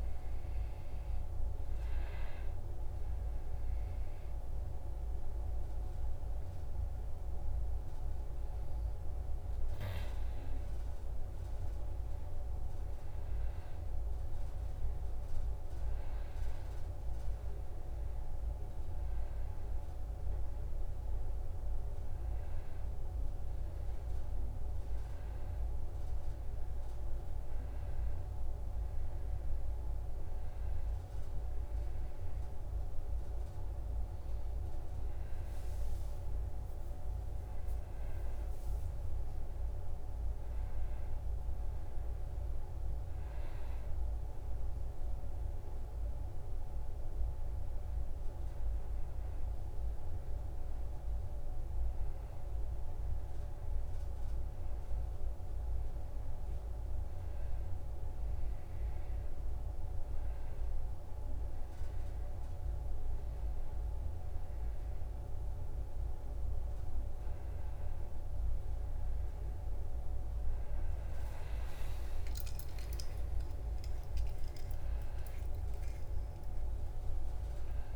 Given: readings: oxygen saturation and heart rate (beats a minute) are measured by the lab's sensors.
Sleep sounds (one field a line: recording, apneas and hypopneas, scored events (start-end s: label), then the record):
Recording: breathing in sleep, hard to hear, by a room microphone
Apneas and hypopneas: none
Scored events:
63.00-77.96 s: new sleep stage, awake
From the record:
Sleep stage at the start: N1 (lightest sleep)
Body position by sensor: on the back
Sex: male